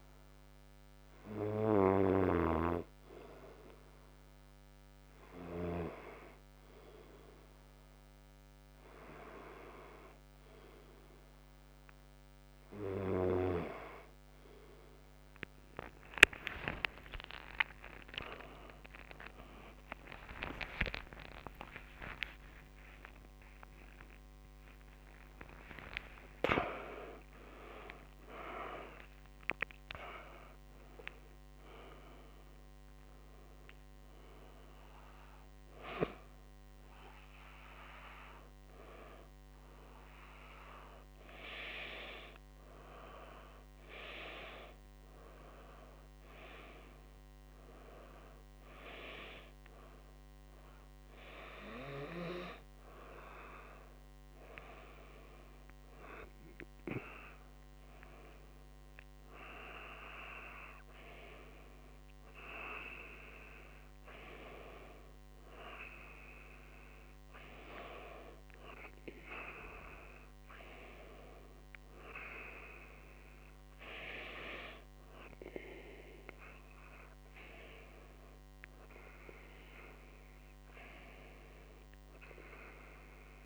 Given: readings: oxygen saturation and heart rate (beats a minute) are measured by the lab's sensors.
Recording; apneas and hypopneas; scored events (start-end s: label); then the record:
a person partly awake in a sleep study, by a microphone on the trachea; 1
1.50-31.50 s: new sleep stage, awake
13.50-16.50 s: tachycardia (device-marked)
16.50-18.50 s: long interval between heartbeats (device-marked)
21.00-23.00 s: long interval between heartbeats (device-marked, heart rate 39 before, 64 extreme)
22.50-29.50 s: tachycardia (device-marked)
23.50-25.50 s: long interval between heartbeats (device-marked, heart rate 50 before, 94 extreme)
26.50-28.50 s: long interval between heartbeats (device-marked, heart rate 65 before, 150 extreme)
31.50-83.46 s: new sleep stage, N2 (light sleep)
41.00-54.50 s: hypopnea (oxygen 96% before, 94% lowest, heart rate 95 before, 47 extreme, up 11 after)
56.50-59.50 s: arousal
From the record:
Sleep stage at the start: N2 (light sleep); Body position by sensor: on the back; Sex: male